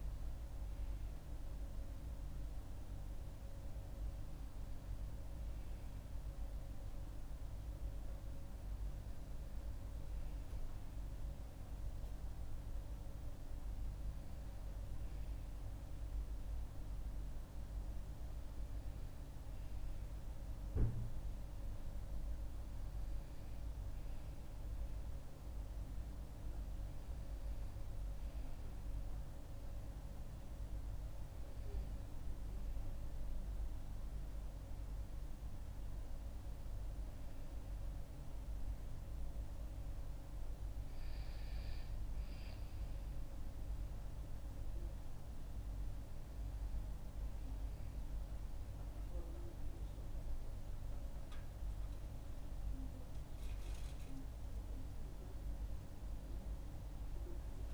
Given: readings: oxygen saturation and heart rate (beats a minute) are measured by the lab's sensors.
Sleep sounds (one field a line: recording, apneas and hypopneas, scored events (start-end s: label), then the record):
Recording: breathing in sleep, hard to hear, by a room microphone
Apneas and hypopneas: none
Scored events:
none scored
From the record:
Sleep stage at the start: N1 (lightest sleep)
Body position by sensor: on the back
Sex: female